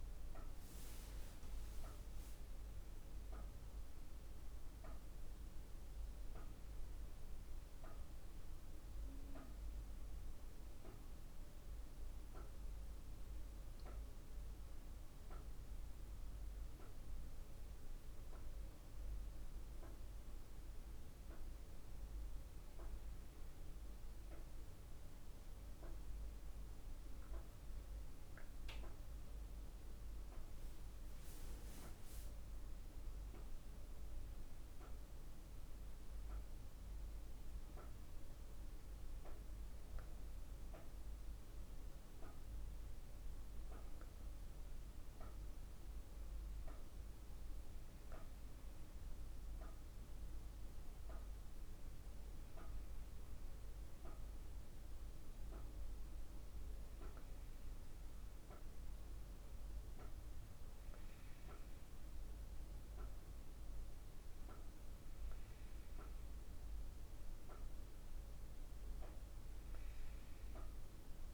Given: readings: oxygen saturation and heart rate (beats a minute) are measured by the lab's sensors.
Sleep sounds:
breathing in sleep by a room microphone; none
none scored
From the record:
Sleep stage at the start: N2 (light sleep); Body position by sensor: on the back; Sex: female

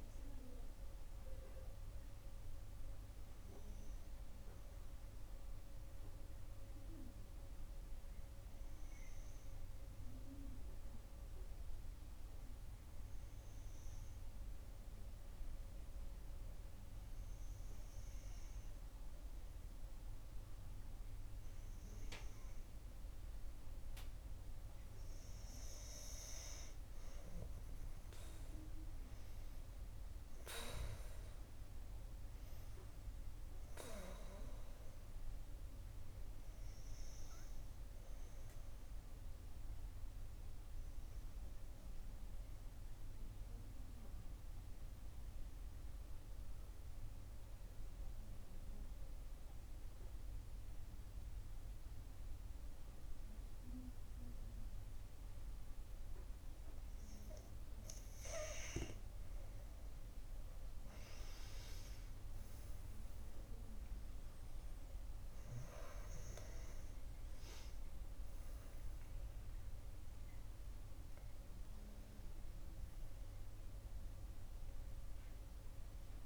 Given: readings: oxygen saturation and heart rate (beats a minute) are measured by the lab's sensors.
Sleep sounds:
breathing in sleep, hard to hear, by a room microphone; 2
3.00-19.00 s: oxygen desaturation (device-marked, oxygen 93% before, 90% lowest, heart rate 58 before, 48 extreme)
5.50-25.00 s: obstructive apnea (oxygen 93% before, 90% lowest, heart rate 57 before, 48 extreme, up 11 after)
25.50-29.50 s: arousal
38.50-57.00 s: obstructive apnea (oxygen 97% before, 90% lowest, heart rate 61 before, 53 extreme, up 10 after)
40.00-59.00 s: oxygen desaturation (device-marked, oxygen 96% before, 91% lowest, heart rate 61 before, 52 extreme)
60.00-66.00 s: arousal
From the record:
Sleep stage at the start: N2 (light sleep); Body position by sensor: on the back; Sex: female

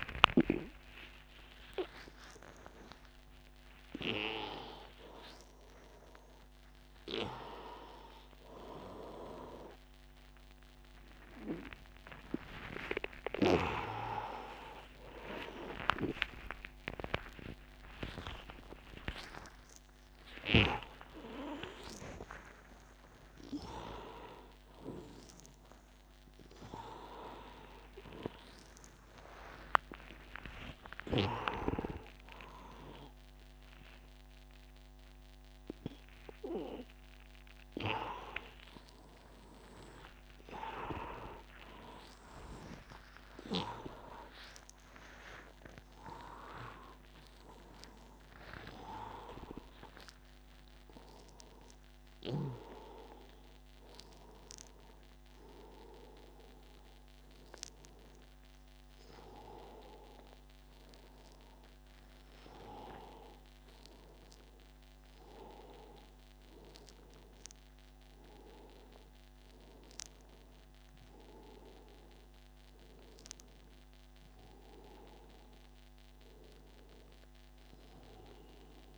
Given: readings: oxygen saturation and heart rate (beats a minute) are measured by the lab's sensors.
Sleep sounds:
a person awake in a sleep study, by a microphone on the trachea; none
0.50-2.50 s: long interval between heartbeats (device-marked, heart rate 98 before, 103 extreme)
15.00-17.00 s: long interval between heartbeats (device-marked, heart rate 101 before, 114 extreme)
17.00-19.00 s: long interval between heartbeats (device-marked, heart rate 103 before, 134 extreme)
27.50-29.50 s: long interval between heartbeats (device-marked, heart rate 124 before, 118 extreme)
34.50-36.50 s: long interval between heartbeats (device-marked, heart rate 129 before, 113 extreme)
36.50-38.50 s: long interval between heartbeats (device-marked, heart rate 130 before, 145 extreme)
41.50-43.50 s: long interval between heartbeats (device-marked, heart rate 129 before, 136 extreme)
43.50-45.50 s: long interval between heartbeats (device-marked, heart rate 129 before, 134 extreme)
47.00-49.00 s: long interval between heartbeats (device-marked, heart rate 131 before, 134 extreme)
59.50-78.98 s: new sleep stage, N1 (lightest sleep)
From the record:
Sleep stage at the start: awake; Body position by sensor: on the right side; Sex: male

